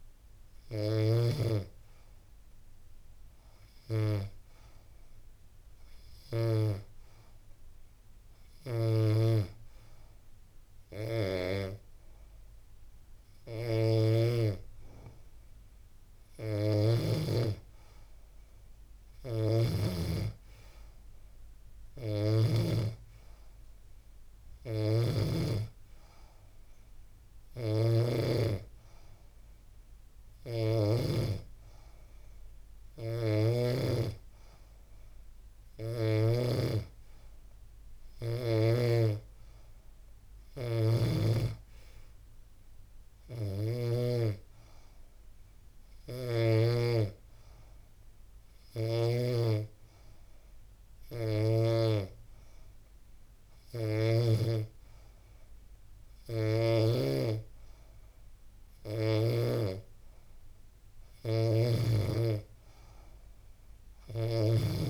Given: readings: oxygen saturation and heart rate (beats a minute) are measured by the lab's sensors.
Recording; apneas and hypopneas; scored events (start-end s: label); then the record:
breathing in sleep by a room microphone; none
13.00-16.50 s: snoring (device-marked)
18.50-22.00 s: snoring (device-marked)
24.00-38.00 s: snoring (device-marked)
40.00-46.00 s: snoring (device-marked)
48.00-53.50 s: snoring (device-marked)
60.50-64.00 s: snoring (device-marked)
From the record:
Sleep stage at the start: N2 (light sleep); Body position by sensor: on the back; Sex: female